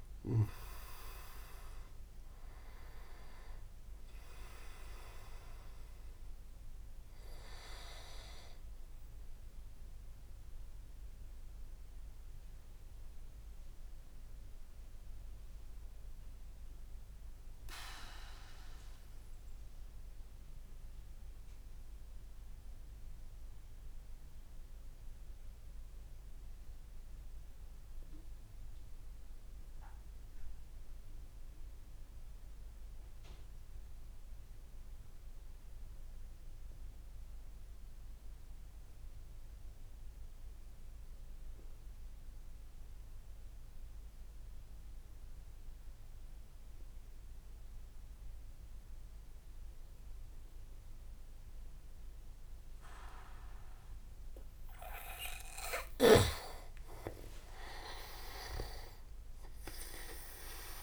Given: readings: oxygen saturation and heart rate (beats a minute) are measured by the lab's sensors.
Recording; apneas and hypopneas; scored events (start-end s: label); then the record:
breathing in sleep by a room microphone; 1
11.00-55.50 s: mixed apnea (oxygen 98% before, 93% lowest, heart rate 85 before, 59 extreme, up 6 after)
42.00-60.82 s: oxygen desaturation (device-marked, oxygen 99% before, 93% lowest, heart rate 65 before, 59 extreme)
57.50-60.82 s: arousal
From the record:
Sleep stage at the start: N2 (light sleep); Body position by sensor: on the back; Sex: male